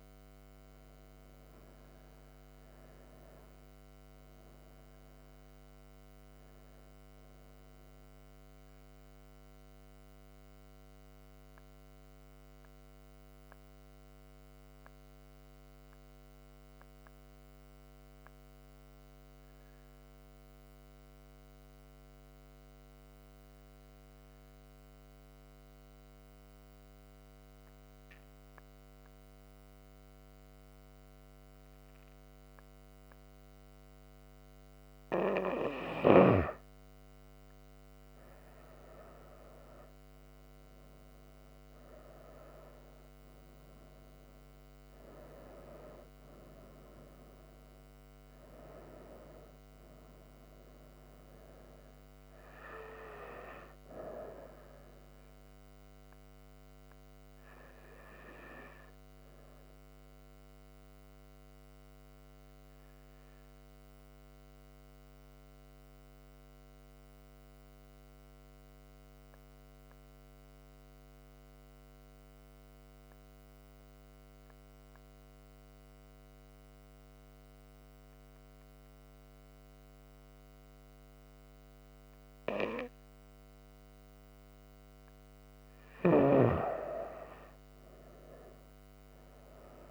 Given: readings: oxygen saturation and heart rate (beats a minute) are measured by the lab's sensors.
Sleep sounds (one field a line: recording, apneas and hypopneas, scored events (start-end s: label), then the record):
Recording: breathing in sleep by a microphone on the trachea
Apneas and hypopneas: 2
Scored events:
0.00-2.00 s: oxygen desaturation (device-marked, oxygen 91% lowest)
9.00-34.50 s: mixed apnea (oxygen 96% before, 91% lowest)
33.00-59.00 s: oxygen desaturation (device-marked, oxygen 98% before, 91% lowest)
37.50-41.00 s: arousal
60.50-84.00 s: obstructive apnea (oxygen 97% before, 91% lowest)
79.00-89.91 s: oxygen desaturation (device-marked, oxygen 98% before, 91% lowest)
87.50-89.91 s: arousal
From the record:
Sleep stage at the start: N2 (light sleep)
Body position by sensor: on the right side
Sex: female